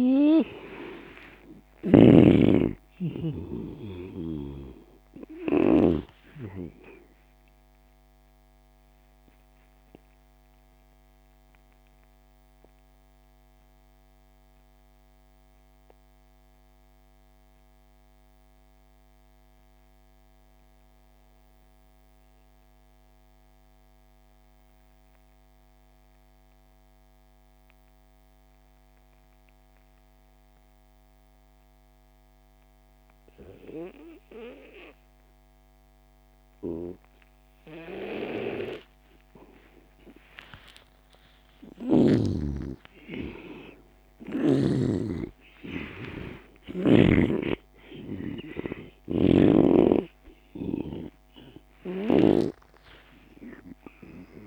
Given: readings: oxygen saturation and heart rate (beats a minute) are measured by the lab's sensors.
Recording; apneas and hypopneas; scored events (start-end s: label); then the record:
breathing in sleep by a microphone on the trachea; 1
0.00-1.50 s: snoring (device-marked)
0.00-19.50 s: oxygen desaturation (device-marked, oxygen 77% lowest)
8.00-38.50 s: mixed apnea (oxygen 96% before, 77% lowest)
34.50-54.47 s: oxygen desaturation (device-marked, oxygen 98% before, 83% lowest)
40.50-45.50 s: arousal
48.50-52.00 s: snoring (device-marked)
From the record:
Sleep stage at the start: N2 (light sleep); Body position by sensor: on the back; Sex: male